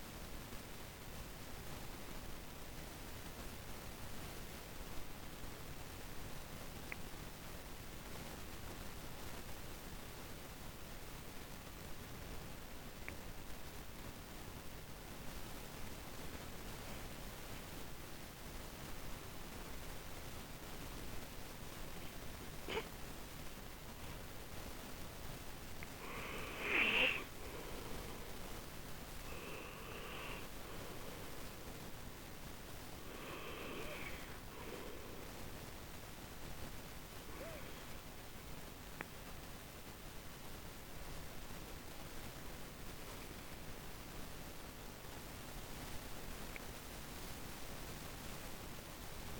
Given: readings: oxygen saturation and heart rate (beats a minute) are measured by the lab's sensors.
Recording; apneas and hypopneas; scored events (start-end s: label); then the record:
breathing in sleep, hard to hear, by a microphone on the trachea; none
0.00-14.50 s: oxygen desaturation (device-marked, oxygen 91% lowest)
28.50-49.40 s: oxygen desaturation (device-marked, oxygen 98% before, 91% lowest)
From the record:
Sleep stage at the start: N2 (light sleep); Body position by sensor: on the right side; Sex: male